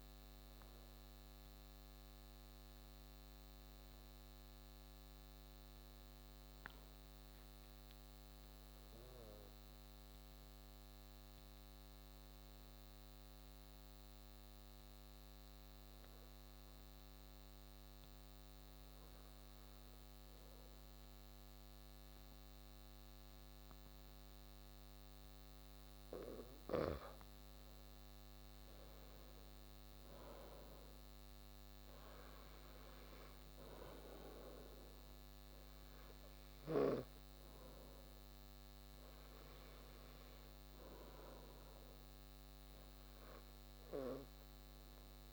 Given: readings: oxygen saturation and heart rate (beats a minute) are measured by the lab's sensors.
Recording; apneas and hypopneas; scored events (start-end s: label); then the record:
breathing in sleep by a microphone on the trachea; 1
6.50-25.00 s: obstructive apnea (oxygen 96% before, 93% lowest, heart rate 145 before, 50 extreme, up 47 after)
27.00-44.00 s: oxygen desaturation (device-marked, oxygen 97% before, 94% lowest, heart rate 94 before, 36 extreme)
28.00-32.50 s: arousal
From the record:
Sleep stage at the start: N2 (light sleep); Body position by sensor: on the back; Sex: male